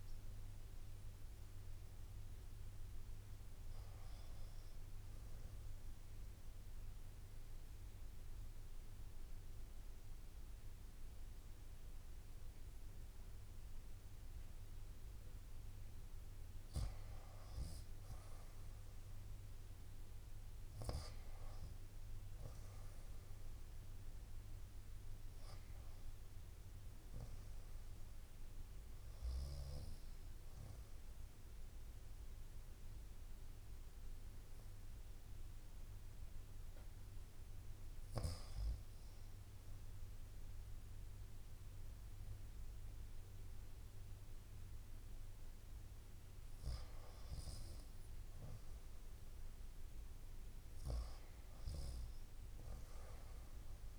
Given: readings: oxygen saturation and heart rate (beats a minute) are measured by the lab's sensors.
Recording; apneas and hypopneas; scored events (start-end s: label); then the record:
breathing in sleep, hard to hear, by a room microphone; 2
0.00-11.00 s: drop in pulse transit time (device-marked, heart rate 63 extreme)
2.00-5.00 s: arousal
6.50-16.50 s: obstructive apnea (oxygen 93% before, 88% lowest, heart rate 63 before, 66 extreme, up 1 after)
20.00-23.50 s: arousal
23.00-46.00 s: oxygen desaturation (device-marked, oxygen 93% before, 88% lowest, heart rate 67 before, 65 extreme)
32.00-44.00 s: hypopnea (oxygen 93% before, 85% lowest, heart rate 66 before, 65 extreme, up 0 after)
48.50-53.50 s: arousal
From the record:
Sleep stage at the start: REM sleep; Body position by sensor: on the right side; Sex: female